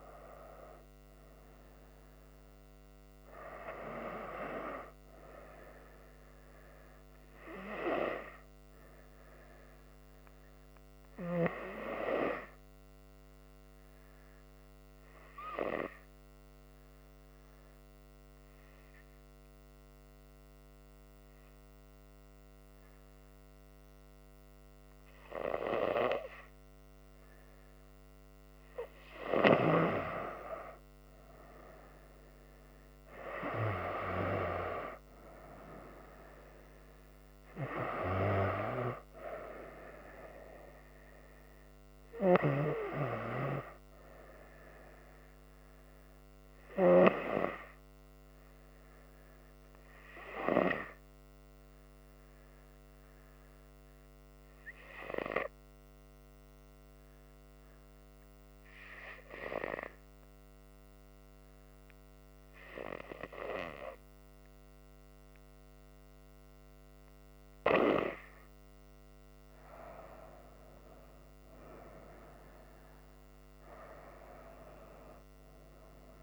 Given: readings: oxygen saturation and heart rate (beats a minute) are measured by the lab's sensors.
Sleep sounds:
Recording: breathing in sleep by a microphone on the trachea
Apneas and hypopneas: 2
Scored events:
15.00-27.50 s: hypopnea (oxygen 97% before, 95% lowest, heart rate 67 before, 65 extreme, up 4 after)
32.50-37.00 s: arousal
53.50-69.00 s: hypopnea (oxygen 98% before, 95% lowest, heart rate 68 before, 64 extreme, up 5 after)
57.00-68.00 s: oxygen desaturation (device-marked, oxygen 98% before, 95% lowest, heart rate 67 before, 64 extreme)
72.00-76.00 s: arousal
From the record:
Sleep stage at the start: N2 (light sleep)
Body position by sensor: on the front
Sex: female

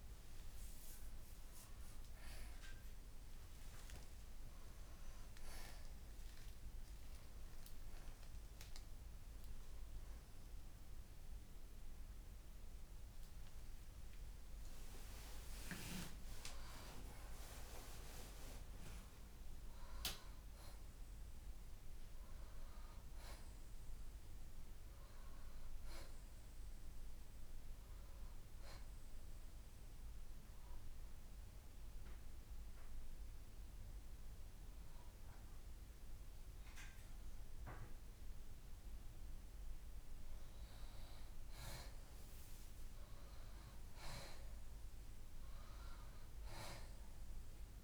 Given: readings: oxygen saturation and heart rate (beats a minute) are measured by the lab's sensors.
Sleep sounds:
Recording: breathing in sleep by a room microphone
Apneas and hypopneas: 1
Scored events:
0.00-11.00 s: oxygen desaturation (device-marked, oxygen 85% lowest, heart rate 63 extreme)
15.00-19.00 s: arousal
28.50-39.50 s: hypopnea (oxygen 95% before, 83% lowest, heart rate 69 before, 62 extreme, up 6 after)
43.50-47.50 s: arousal
From the record:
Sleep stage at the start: N2 (light sleep)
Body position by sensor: on the left side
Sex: male

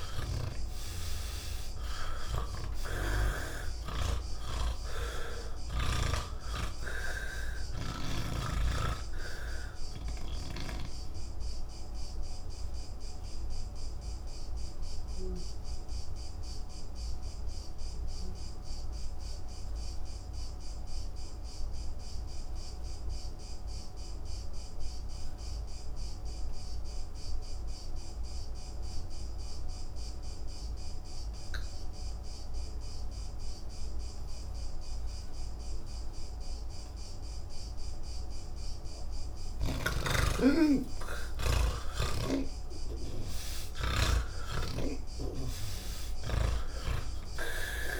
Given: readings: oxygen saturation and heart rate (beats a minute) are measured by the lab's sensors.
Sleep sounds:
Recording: breathing in sleep by a room microphone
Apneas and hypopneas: 1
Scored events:
0.00-27.50 s: oxygen desaturation (device-marked, oxygen 78% lowest, heart rate 52 extreme)
1.00-6.00 s: snoring (device-marked)
11.00-38.00 s: obstructive apnea (oxygen 99% before, 78% lowest, heart rate 107 before, 52 extreme, up 44 after)
40.50-47.50 s: oxygen desaturation (device-marked, oxygen 97% before, 87% lowest, heart rate 91 before, 101 extreme)
44.50-48.00 s: snoring (device-marked)
From the record:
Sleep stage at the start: N3 (deep sleep)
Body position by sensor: on the back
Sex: male

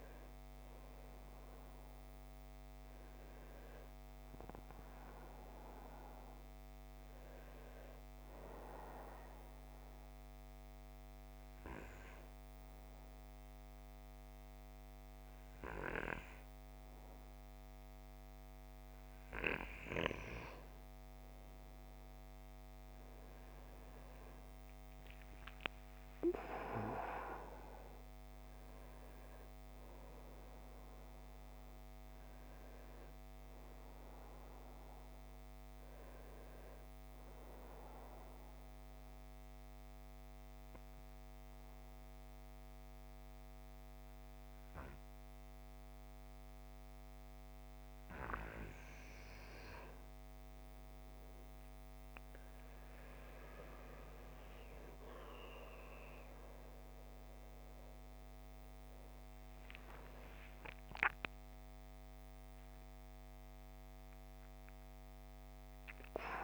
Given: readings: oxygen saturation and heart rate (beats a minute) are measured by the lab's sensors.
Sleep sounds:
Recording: breathing in sleep by a microphone on the trachea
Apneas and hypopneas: 2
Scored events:
9.00-20.00 s: obstructive apnea (oxygen 94% before, 91% lowest, heart rate 66 before, 58 extreme, up 7 after)
22.50-26.00 s: arousal
30.00-50.00 s: oxygen desaturation (device-marked, oxygen 95% before, 91% lowest, heart rate 62 before, 56 extreme)
37.50-48.50 s: central apnea (oxygen 95% before, 88% lowest, heart rate 65 before, 56 extreme, up 9 after)
53.50-58.00 s: arousal
61.00-66.44 s: oxygen desaturation (device-marked, oxygen 96% before, 91% lowest, heart rate 61 before, 54 extreme)
From the record:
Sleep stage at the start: N2 (light sleep)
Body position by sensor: on the back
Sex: male

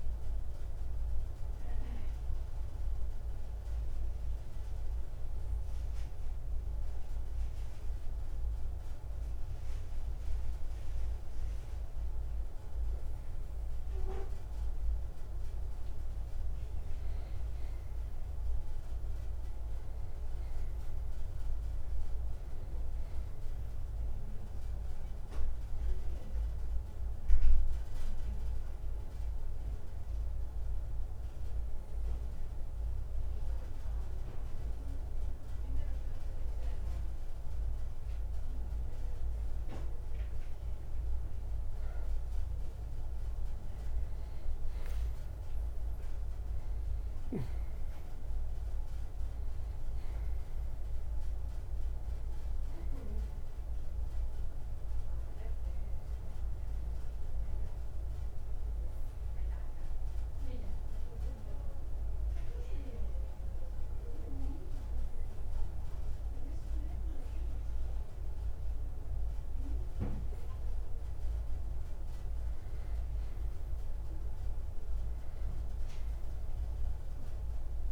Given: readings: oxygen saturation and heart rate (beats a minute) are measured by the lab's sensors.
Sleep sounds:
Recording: breathing in sleep, hard to hear, by a room microphone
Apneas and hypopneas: 3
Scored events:
0.00-15.50 s: oxygen desaturation (device-marked, oxygen 90% lowest, heart rate 59 extreme)
2.00-15.00 s: hypopnea (oxygen 95% before, 90% lowest, heart rate 64 before, 59 extreme, up 5 after)
18.50-23.00 s: arousal
32.00-43.00 s: obstructive apnea (oxygen 97% before, 92% lowest, heart rate 62 before, 58 extreme, up 6 after)
45.50-49.50 s: arousal
59.50-76.50 s: oxygen desaturation (device-marked, oxygen 96% before, 92% lowest, heart rate 63 before, 58 extreme)
60.50-72.00 s: obstructive apnea (oxygen 96% before, 91% lowest, heart rate 63 before, 58 extreme, up 5 after)
74.50-77.92 s: arousal
From the record:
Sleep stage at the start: N2 (light sleep)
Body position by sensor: on the right side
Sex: male

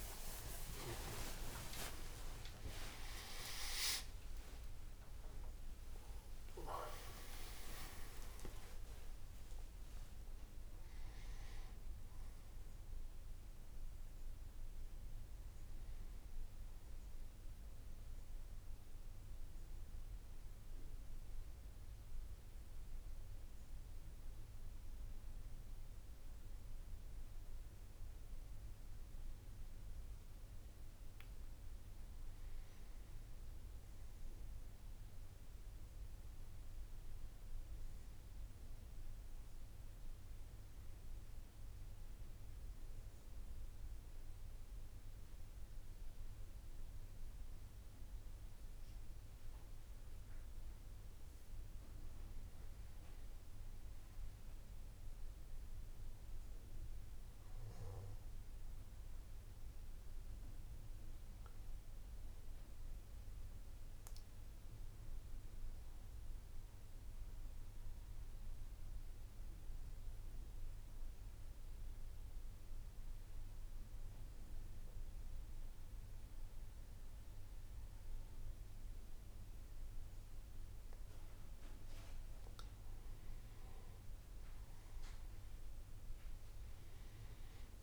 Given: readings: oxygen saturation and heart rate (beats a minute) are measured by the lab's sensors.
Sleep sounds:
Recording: breathing in sleep by a room microphone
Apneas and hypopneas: 3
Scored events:
21.50-32.50 s: mixed apnea (oxygen 97% before, 94% lowest, heart rate 73 before, 52 extreme, up 5 after)
41.50-52.00 s: mixed apnea (oxygen 99% before, 92% lowest, heart rate 58 before, 52 extreme, up 3 after)
41.50-52.50 s: oxygen desaturation (device-marked, oxygen 99% before, 95% lowest, heart rate 58 before, 52 extreme)
70.50-82.00 s: obstructive apnea (oxygen 97% before, 92% lowest, heart rate 54 before, 53 extreme, up 7 after)
From the record:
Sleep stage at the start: N3 (deep sleep)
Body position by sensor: on the back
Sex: male

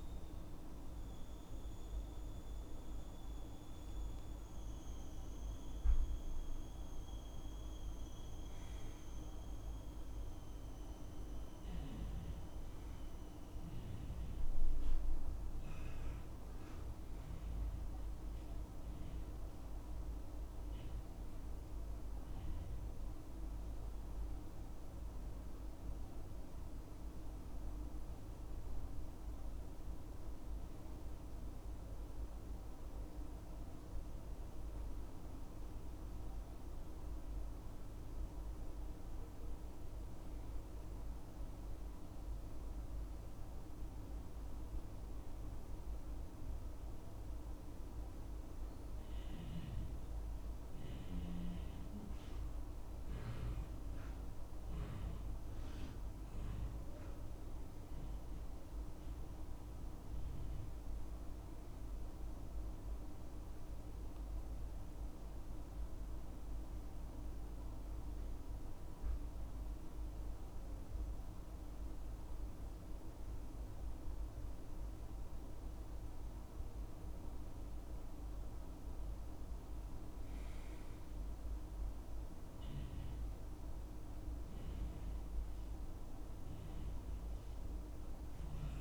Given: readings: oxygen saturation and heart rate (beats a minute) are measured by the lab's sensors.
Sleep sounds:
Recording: breathing in sleep, hard to hear, by a room microphone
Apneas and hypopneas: 1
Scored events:
23.00-88.81 s: new sleep stage, N2 (light sleep)
55.00-58.50 s: arousal
63.00-77.50 s: central apnea (oxygen 98% before, 89% lowest, heart rate 68 before, 65 extreme, up 5 after)
79.50-83.00 s: arousal
84.00-88.81 s: oxygen desaturation (device-marked, oxygen 97% before, 93% lowest, heart rate 69 before, 65 extreme)
From the record:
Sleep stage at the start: N1 (lightest sleep)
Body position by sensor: on the back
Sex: male

